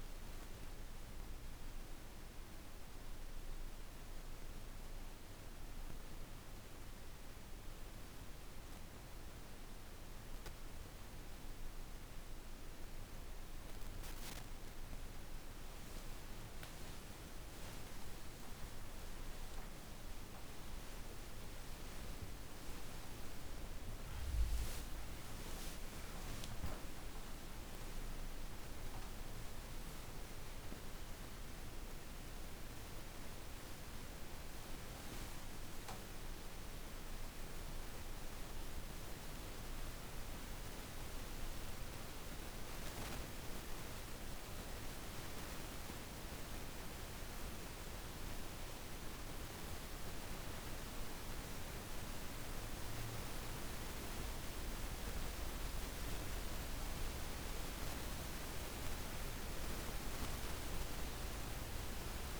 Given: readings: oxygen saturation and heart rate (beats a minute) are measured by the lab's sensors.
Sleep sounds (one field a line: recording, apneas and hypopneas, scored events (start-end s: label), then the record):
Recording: a person awake in a sleep study, by a room microphone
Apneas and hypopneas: none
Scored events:
43.00-62.39 s: new sleep stage, N1 (lightest sleep)
From the record:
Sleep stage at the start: awake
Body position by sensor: on the back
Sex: female